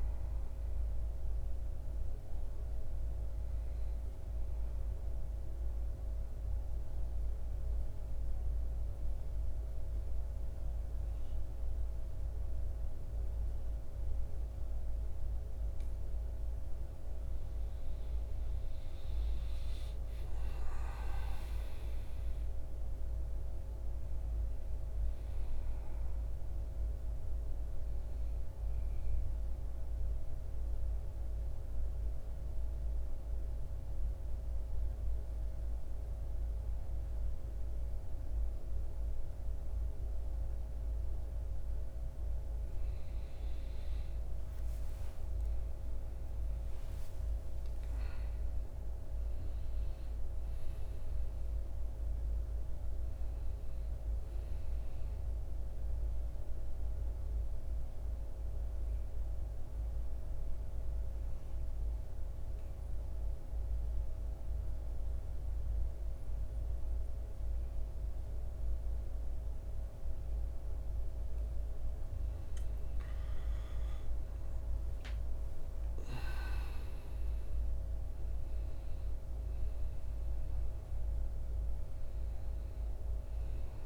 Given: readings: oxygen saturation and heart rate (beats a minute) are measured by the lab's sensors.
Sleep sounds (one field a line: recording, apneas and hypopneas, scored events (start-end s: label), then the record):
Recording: breathing in sleep, hard to hear, by a room microphone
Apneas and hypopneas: 3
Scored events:
0.00-5.00 s: oxygen desaturation (device-marked, oxygen 86% lowest, heart rate 50 extreme)
5.00-16.00 s: central apnea (oxygen 96% before, 91% lowest, heart rate 60 before, 50 extreme, up 9 after)
18.50-22.50 s: arousal
26.00-42.00 s: oxygen desaturation (device-marked, oxygen 97% before, 91% lowest, heart rate 54 before, 49 extreme)
27.00-41.00 s: obstructive apnea (oxygen 98% before, 91% lowest, heart rate 54 before, 49 extreme, up 10 after)
44.00-47.00 s: arousal
54.00-71.00 s: oxygen desaturation (device-marked, oxygen 97% before, 92% lowest, heart rate 55 before, 49 extreme)
56.00-70.50 s: mixed apnea (oxygen 97% before, 85% lowest, heart rate 56 before, 49 extreme, up 12 after)
73.50-77.50 s: arousal
80.00-83.86 s: oxygen desaturation (device-marked, oxygen 97% before, 91% lowest, heart rate 53 before, 50 extreme)
From the record:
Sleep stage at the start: N2 (light sleep)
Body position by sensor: on the back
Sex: male